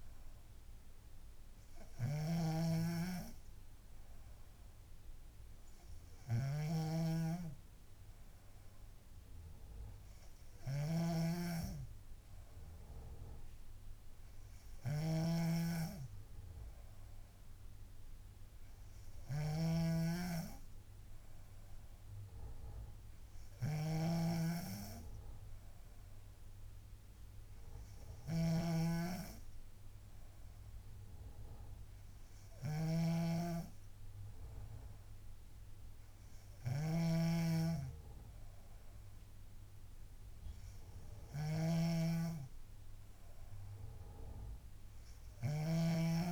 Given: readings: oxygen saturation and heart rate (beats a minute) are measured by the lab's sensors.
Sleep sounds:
breathing in sleep by a room microphone; none
0.00-46.32 s: snoring (device-marked)
From the record:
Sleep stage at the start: N3 (deep sleep); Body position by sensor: on the back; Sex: female

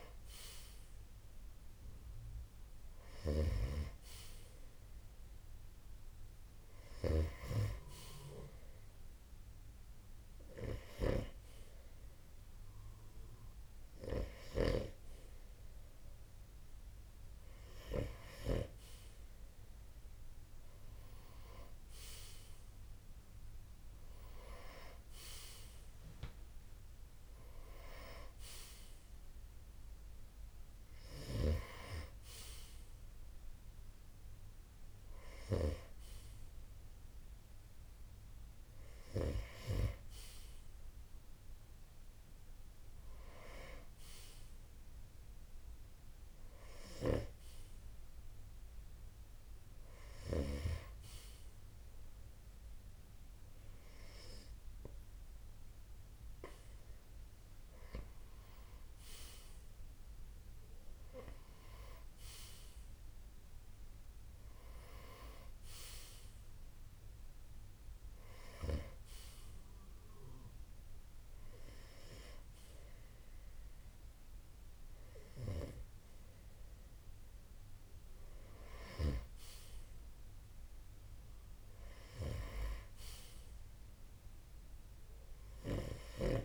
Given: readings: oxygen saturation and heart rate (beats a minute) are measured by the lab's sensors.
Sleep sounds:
breathing in sleep by a room microphone; none
none scored
From the record:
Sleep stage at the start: N2 (light sleep); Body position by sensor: on the right side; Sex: male

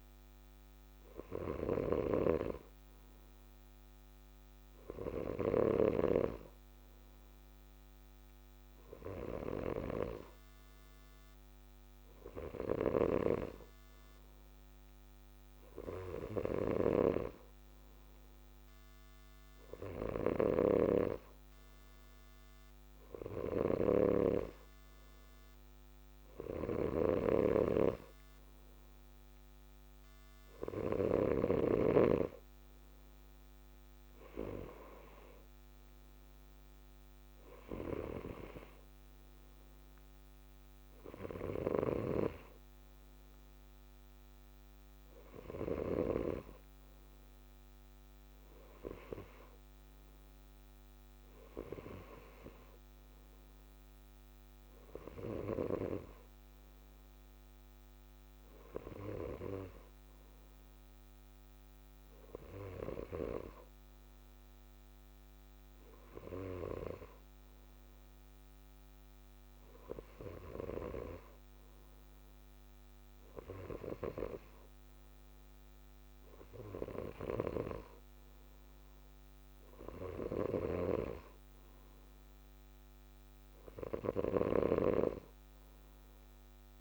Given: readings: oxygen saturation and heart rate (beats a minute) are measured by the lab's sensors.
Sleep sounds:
breathing in sleep by a microphone on the trachea; none
0.00-6.00 s: snoring (device-marked)
12.50-31.50 s: snoring (device-marked)
From the record:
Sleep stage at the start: N2 (light sleep); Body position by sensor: on the left side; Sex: male

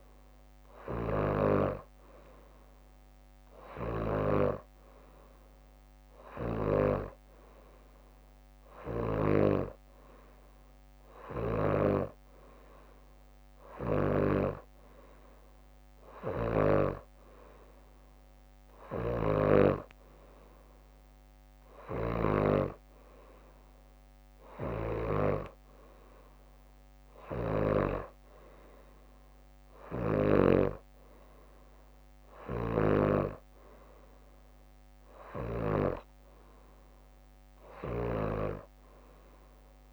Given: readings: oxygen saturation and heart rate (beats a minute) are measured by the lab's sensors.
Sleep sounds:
breathing in sleep by a microphone on the trachea; none
0.50-4.00 s: snoring (device-marked)
4.50-6.50 s: bradycardia (device-marked, heart rate 63 before, 61 extreme)
17.50-19.50 s: bradycardia (device-marked, heart rate 63 before, 63 extreme)
18.50-27.50 s: snoring (device-marked)
29.00-31.00 s: leg movement (device-marked)
32.00-35.50 s: snoring (device-marked)
37.50-39.93 s: snoring (device-marked)
From the record:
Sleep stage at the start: N2 (light sleep); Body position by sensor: upright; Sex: female

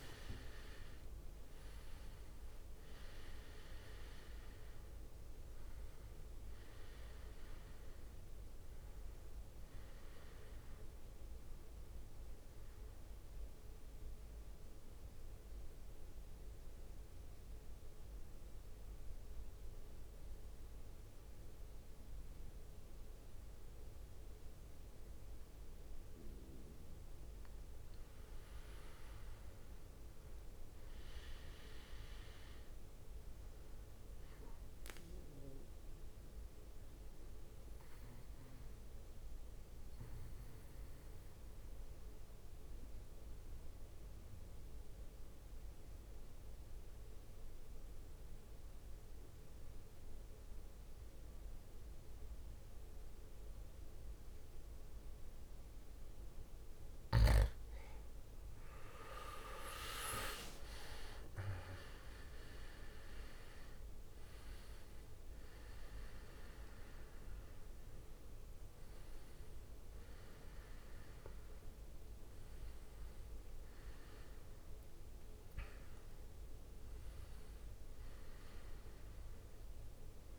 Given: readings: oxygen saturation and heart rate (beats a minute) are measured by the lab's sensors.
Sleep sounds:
breathing in sleep by a room microphone; 2
0.00-1.00 s: leg movement (device-marked)
0.00-2.50 s: arousal
0.00-13.00 s: drop in pulse transit time (device-marked, heart rate 64 extreme)
0.00-18.00 s: oxygen desaturation (device-marked, oxygen 92% lowest, heart rate 56 extreme)
14.00-27.50 s: central apnea (oxygen 98% before, 91% lowest, heart rate 69 before, 56 extreme, up 12 after)
29.50-34.50 s: arousal
35.50-56.50 s: mixed apnea (oxygen 98% before, 91% lowest, heart rate 61 before, 58 extreme, up 11 after)
58.50-60.00 s: leg movement (device-marked)
58.50-63.00 s: arousal
60.00-80.39 s: oxygen desaturation (device-marked, oxygen 97% before, 91% lowest, heart rate 60 before, 54 extreme)
62.00-80.39 s: drop in pulse transit time (device-marked, heart rate 61 before, 66 extreme)
65.50-67.50 s: long interval between heartbeats (device-marked, heart rate 63 before, 74 extreme)
From the record:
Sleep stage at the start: N2 (light sleep); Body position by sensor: on the back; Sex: male

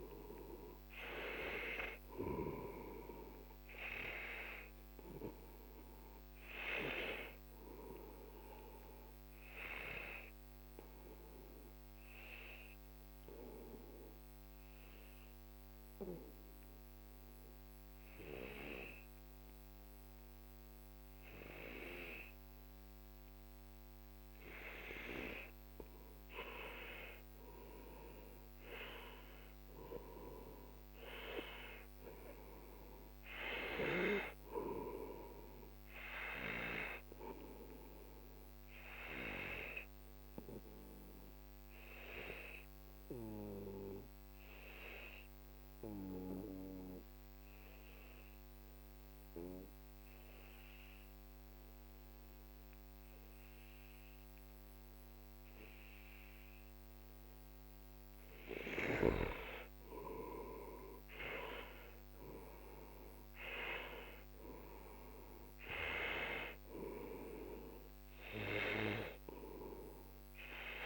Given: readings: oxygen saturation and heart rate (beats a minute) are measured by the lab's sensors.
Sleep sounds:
breathing in sleep by a microphone on the trachea; 2
0.00-13.50 s: oxygen desaturation (device-marked, oxygen 92% lowest, heart rate 46 extreme)
9.50-26.00 s: obstructive apnea (oxygen 98% before, 92% lowest, heart rate 53 before, 45 extreme, up 10 after)
26.50-51.50 s: oxygen desaturation (device-marked, oxygen 97% before, 93% lowest, heart rate 49 before, 45 extreme)
28.50-32.50 s: arousal
37.50-58.00 s: obstructive apnea (oxygen 97% before, 92% lowest, heart rate 54 before, 41 extreme, up 9 after)
59.50-64.00 s: arousal
63.50-70.85 s: oxygen desaturation (device-marked, oxygen 97% before, 92% lowest, heart rate 51 before, 41 extreme)
From the record:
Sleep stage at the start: N2 (light sleep); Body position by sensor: on the back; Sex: male

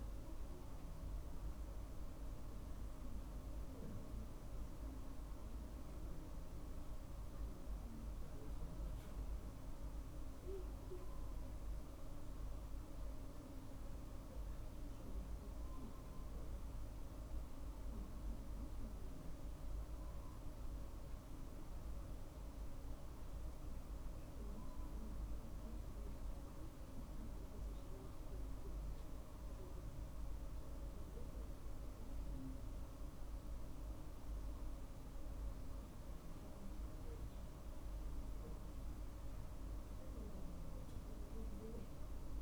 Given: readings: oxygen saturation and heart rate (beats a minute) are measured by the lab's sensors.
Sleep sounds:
breathing in sleep, hard to hear, by a room microphone; none
none scored
From the record:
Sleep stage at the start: N2 (light sleep); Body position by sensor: on the right side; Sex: male

